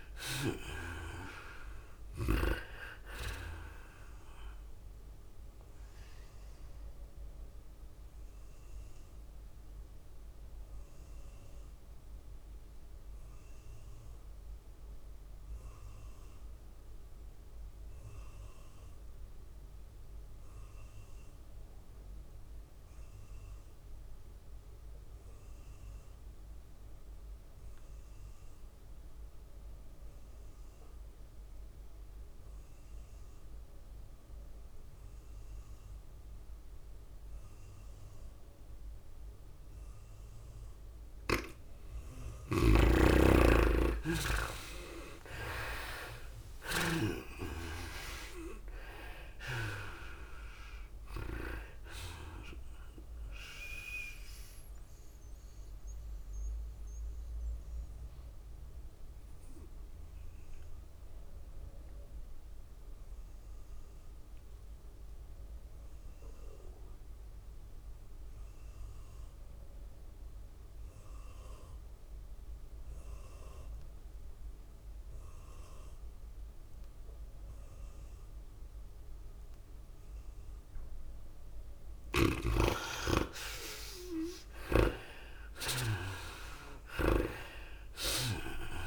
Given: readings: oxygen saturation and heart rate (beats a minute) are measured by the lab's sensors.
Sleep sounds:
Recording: breathing in sleep by a room microphone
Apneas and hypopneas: 2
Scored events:
0.00-11.00 s: drop in pulse transit time (device-marked, heart rate 103 extreme)
0.00-18.00 s: oxygen desaturation (device-marked, oxygen 73% lowest, heart rate 92 extreme)
0.00-18.00 s: tachycardia (device-marked, heart rate 111 extreme)
4.50-41.00 s: mixed apnea (oxygen 99% before, 71% lowest, heart rate 103 before, 92 extreme, up 9 after)
20.00-22.00 s: long interval between heartbeats (device-marked, heart rate 108 before, 94 extreme)
28.00-66.00 s: oxygen desaturation (device-marked, oxygen 100% before, 71% lowest, heart rate 102 before, 99 extreme)
38.00-70.00 s: tachycardia (device-marked, heart rate 105 before, 112 extreme)
43.00-47.00 s: arousal
43.00-47.50 s: snoring (device-marked)
48.00-62.00 s: drop in pulse transit time (device-marked, heart rate 101 before, 108 extreme)
54.00-82.00 s: mixed apnea (oxygen 97% before, 71% lowest, heart rate 104 before, 100 extreme, up 8 after)
73.00-88.87 s: oxygen desaturation (device-marked, oxygen 99% before, 76% lowest, heart rate 107 before, 100 extreme)
78.00-88.87 s: tachycardia (device-marked, heart rate 105 before, 111 extreme)
84.00-87.50 s: arousal
87.00-88.87 s: drop in pulse transit time (device-marked, heart rate 102 before, 105 extreme)
From the record:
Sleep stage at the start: N2 (light sleep)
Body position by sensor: on the back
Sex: female

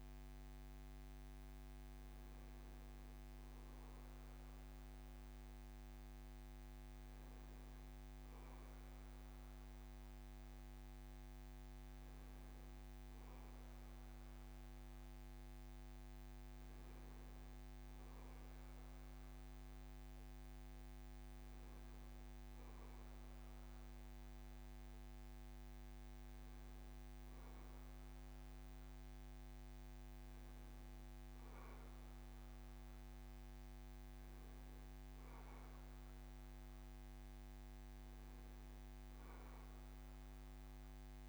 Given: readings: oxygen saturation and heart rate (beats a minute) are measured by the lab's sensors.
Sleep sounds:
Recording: breathing in sleep, hard to hear, by a microphone on the trachea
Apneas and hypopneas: none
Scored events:
none scored
From the record:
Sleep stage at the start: N1 (lightest sleep)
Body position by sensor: on the back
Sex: male

